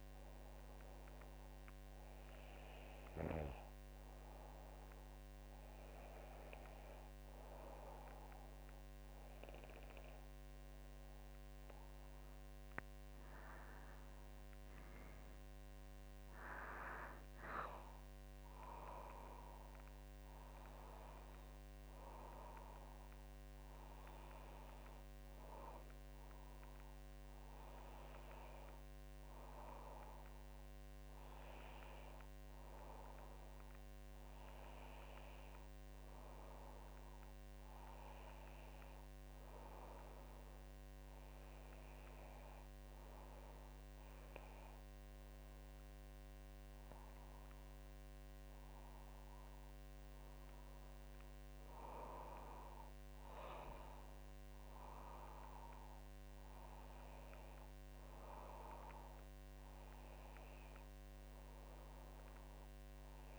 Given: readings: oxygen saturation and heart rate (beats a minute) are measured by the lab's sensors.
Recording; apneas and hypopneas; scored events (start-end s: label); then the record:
breathing in sleep by a microphone on the trachea; none
none scored
From the record:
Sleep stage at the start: N2 (light sleep); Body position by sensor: on the back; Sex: female